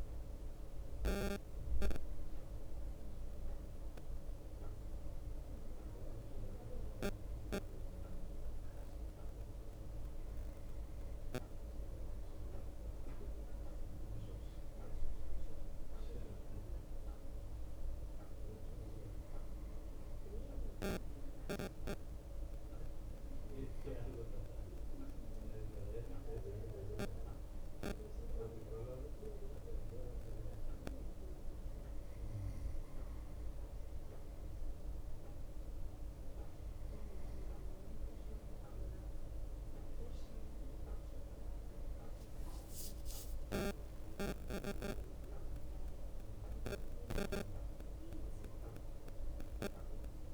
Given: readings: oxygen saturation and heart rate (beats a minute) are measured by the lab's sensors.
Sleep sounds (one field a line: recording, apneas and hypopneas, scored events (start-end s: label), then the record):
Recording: breathing in sleep by a room microphone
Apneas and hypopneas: none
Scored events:
0.00-2.00 s: long interval between heartbeats (device-marked)
0.00-4.00 s: drop in pulse transit time (device-marked)
0.00-50.00 s: bradycardia (device-marked)
4.50-6.50 s: long interval between heartbeats (device-marked)
15.00-17.00 s: long interval between heartbeats (device-marked)
23.00-25.00 s: long interval between heartbeats (device-marked, heart rate 38 before, 27 extreme)
23.00-50.33 s: new sleep stage, N1 (lightest sleep)
27.50-29.50 s: long interval between heartbeats (device-marked, heart rate 36 before, 32 extreme)
32.50-34.50 s: long interval between heartbeats (device-marked, heart rate 36 before, 35 extreme)
35.00-37.00 s: long interval between heartbeats (device-marked, heart rate 35 before, 39 extreme)
40.00-42.00 s: long interval between heartbeats (device-marked, heart rate 33 before, 39 extreme)
44.50-46.50 s: long interval between heartbeats (device-marked, heart rate 35 before, 40 extreme)
44.50-49.50 s: arousal
From the record:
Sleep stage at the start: N2 (light sleep)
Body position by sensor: on the right side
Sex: male